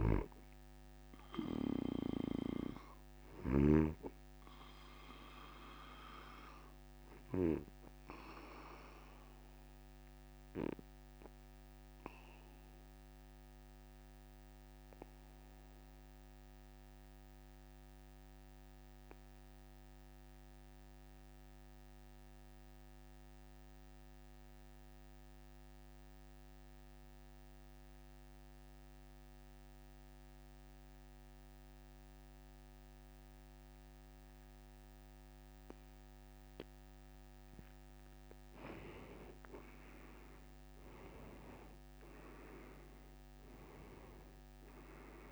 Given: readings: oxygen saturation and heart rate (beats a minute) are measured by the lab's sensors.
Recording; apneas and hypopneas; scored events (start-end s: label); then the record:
breathing in sleep by a microphone on the trachea; 1
0.00-20.00 s: oxygen desaturation (device-marked, oxygen 88% lowest, heart rate 37 extreme)
7.50-36.00 s: obstructive apnea (oxygen 97% before, 87% lowest, heart rate 47 before, 47 extreme, up 10 after)
36.00-45.31 s: oxygen desaturation (device-marked, oxygen 98% before, 87% lowest, heart rate 50 before, 49 extreme)
39.50-42.50 s: arousal
From the record:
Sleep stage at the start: N2 (light sleep); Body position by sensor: on the back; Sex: male